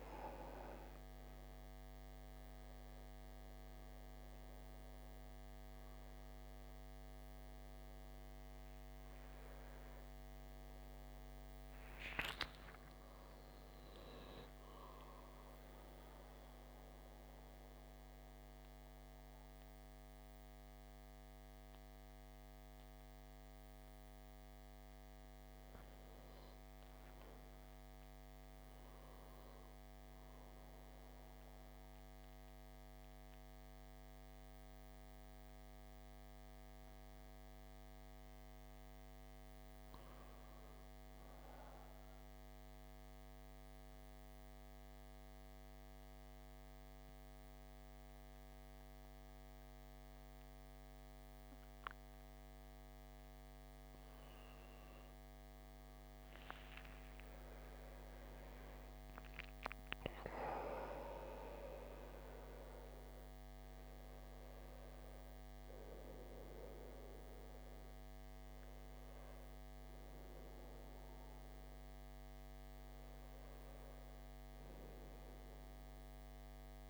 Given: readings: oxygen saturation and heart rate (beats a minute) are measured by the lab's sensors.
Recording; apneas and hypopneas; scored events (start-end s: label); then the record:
breathing in sleep by a microphone on the trachea; 2
5.00-20.00 s: oxygen desaturation (device-marked, oxygen 96% before, 87% lowest, heart rate 59 before, 56 extreme)
6.00-11.50 s: arousal
15.50-25.50 s: central apnea (oxygen 96% before, 87% lowest, heart rate 64 before, 56 extreme, up 10 after)
28.50-33.00 s: arousal
42.50-53.50 s: obstructive apnea (oxygen 97% before, 88% lowest, heart rate 60 before, 57 extreme, up 12 after)
52.00-76.90 s: oxygen desaturation (device-marked, oxygen 97% before, 90% lowest, heart rate 57 before, 55 extreme)
57.00-62.00 s: arousal
From the record:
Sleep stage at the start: N2 (light sleep); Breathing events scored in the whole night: 344 in 6.7 hours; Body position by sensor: on the back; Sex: male